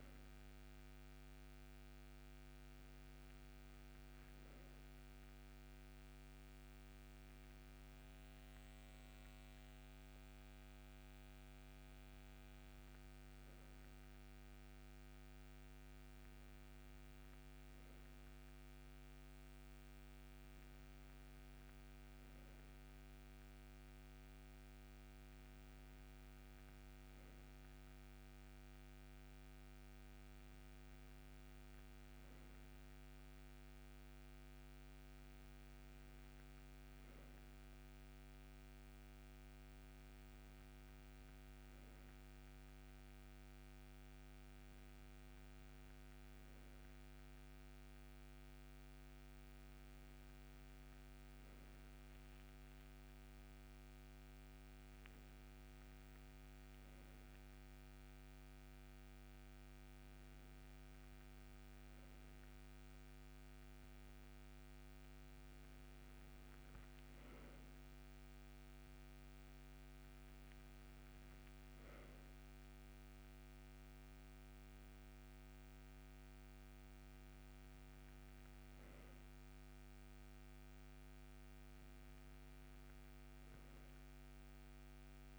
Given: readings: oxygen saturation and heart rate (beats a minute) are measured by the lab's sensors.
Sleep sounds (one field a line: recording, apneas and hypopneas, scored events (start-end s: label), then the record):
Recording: breathing in sleep, hard to hear, by a microphone on the trachea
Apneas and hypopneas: none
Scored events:
35.00-85.39 s: new sleep stage, N3 (deep sleep)
From the record:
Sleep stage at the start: N2 (light sleep)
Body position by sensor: on the right side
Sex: male